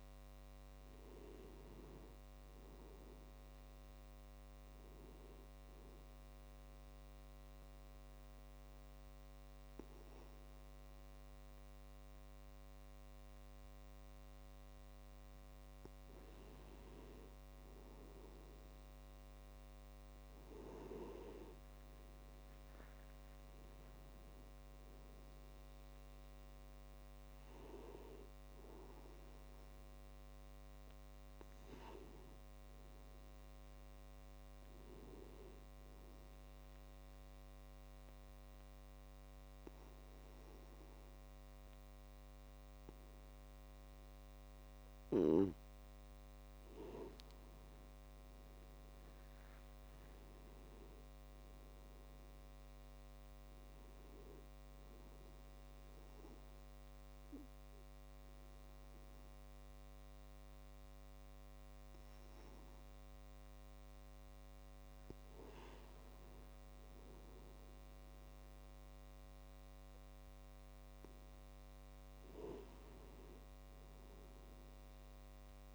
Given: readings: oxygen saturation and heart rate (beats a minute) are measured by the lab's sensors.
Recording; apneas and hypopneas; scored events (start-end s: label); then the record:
breathing in sleep by a microphone on the trachea; 3
6.50-16.50 s: obstructive apnea (oxygen 96% before, 93% lowest, heart rate 38 before, 27 extreme, up 33 after)
19.00-22.50 s: arousal
36.00-47.00 s: obstructive apnea (oxygen 96% before, 93% lowest, heart rate 63 before, 34 extreme)
49.00-52.00 s: arousal
56.50-66.50 s: obstructive apnea (oxygen 96% before, 93% lowest, heart rate 58 before, 43 extreme, up 35 after)
68.00-71.00 s: arousal
From the record:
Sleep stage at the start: N2 (light sleep); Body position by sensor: on the back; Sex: male